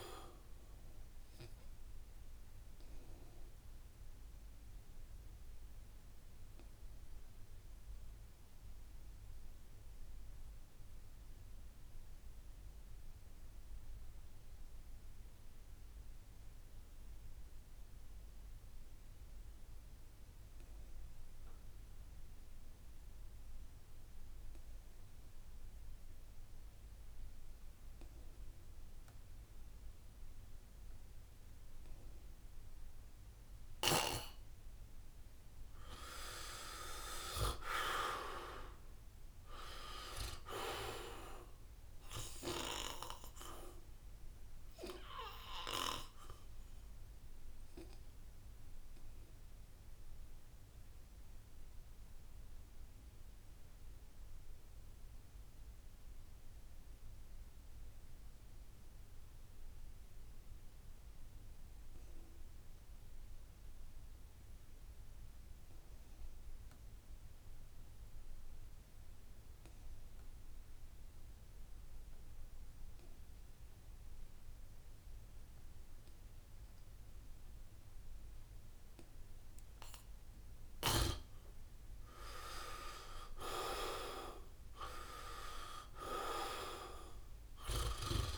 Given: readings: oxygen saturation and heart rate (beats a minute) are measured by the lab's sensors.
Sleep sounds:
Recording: breathing in sleep by a room microphone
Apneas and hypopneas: 2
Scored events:
0.00-12.50 s: oxygen desaturation (device-marked, oxygen 75% lowest, heart rate 67 extreme)
2.00-34.50 s: obstructive apnea (oxygen 97% before, 72% lowest, heart rate 76 before, 67 extreme, up 11 after)
19.50-21.50 s: long interval between heartbeats (device-marked, heart rate 71 before, 70 extreme)
19.50-62.50 s: oxygen desaturation (device-marked, oxygen 96% before, 74% lowest, heart rate 71 before, 67 extreme)
31.50-33.50 s: long interval between heartbeats (device-marked, heart rate 69 before, 73 extreme)
36.50-39.00 s: arousal
44.00-81.00 s: obstructive apnea (oxygen 96% before, 71% lowest, heart rate 75 before, 68 extreme, up 17 after)
66.00-68.00 s: long interval between heartbeats (device-marked, heart rate 72 before, 71 extreme)
67.50-88.38 s: oxygen desaturation (device-marked, oxygen 97% before, 71% lowest, heart rate 72 before, 68 extreme)
70.00-72.00 s: long interval between heartbeats (device-marked, heart rate 72 before, 74 extreme)
72.50-74.50 s: long interval between heartbeats (device-marked, heart rate 72 before, 75 extreme)
74.50-76.50 s: long interval between heartbeats (device-marked, heart rate 72 before, 77 extreme)
83.00-86.50 s: arousal
85.50-87.50 s: long interval between heartbeats (device-marked, heart rate 76 before, 88 extreme)
From the record:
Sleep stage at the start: N2 (light sleep)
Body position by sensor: on the back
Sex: male

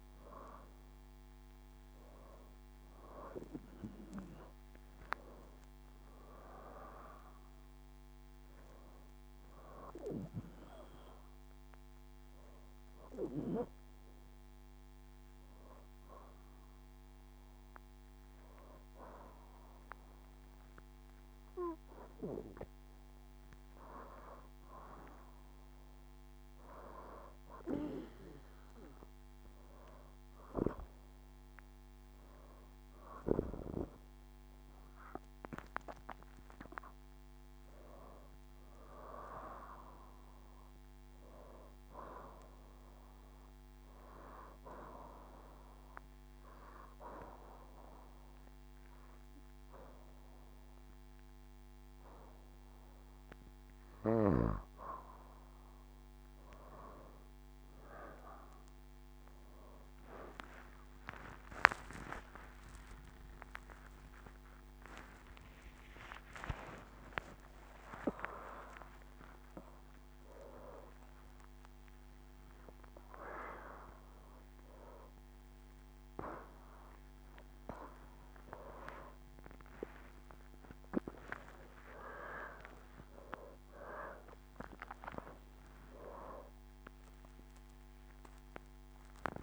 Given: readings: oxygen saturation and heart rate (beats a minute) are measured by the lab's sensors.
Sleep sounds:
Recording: a person partly awake in a sleep study, by a microphone on the trachea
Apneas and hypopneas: 2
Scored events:
0.00-1.00 s: arousal
15.50-27.50 s: hypopnea (oxygen 95% before, 87% lowest, heart rate 76 before, 71 extreme, up 6 after)
32.50-37.00 s: arousal
37.00-48.00 s: oxygen desaturation (device-marked, oxygen 95% before, 91% lowest, heart rate 73 before, 73 extreme)
45.50-55.50 s: obstructive apnea (oxygen 95% before, 87% lowest, heart rate 76 before, 73 extreme)
51.00-89.43 s: new sleep stage, awake
61.50-63.50 s: long interval between heartbeats (device-marked, heart rate 75 before, 101 extreme)
64.00-77.00 s: oxygen desaturation (device-marked, oxygen 93% before, 87% lowest, heart rate 81 before, 80 extreme)
65.00-67.00 s: long interval between heartbeats (device-marked, heart rate 84 before, 150 extreme)
68.50-70.50 s: long interval between heartbeats (device-marked, heart rate 98 before, 183 extreme)
70.50-72.50 s: long interval between heartbeats (device-marked, heart rate 110 before, 184 extreme)
72.50-74.50 s: long interval between heartbeats (device-marked, heart rate 121 before, 186 extreme)
75.00-77.00 s: long interval between heartbeats (device-marked, heart rate 138 before, 167 extreme)
77.00-79.00 s: long interval between heartbeats (device-marked, heart rate 148 before, 168 extreme)
80.00-82.00 s: long interval between heartbeats (device-marked, heart rate 160 before, 126 extreme)
83.00-85.00 s: long interval between heartbeats (device-marked, heart rate 165 before, 99 extreme)
From the record:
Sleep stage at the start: N2 (light sleep)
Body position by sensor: on the back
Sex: female

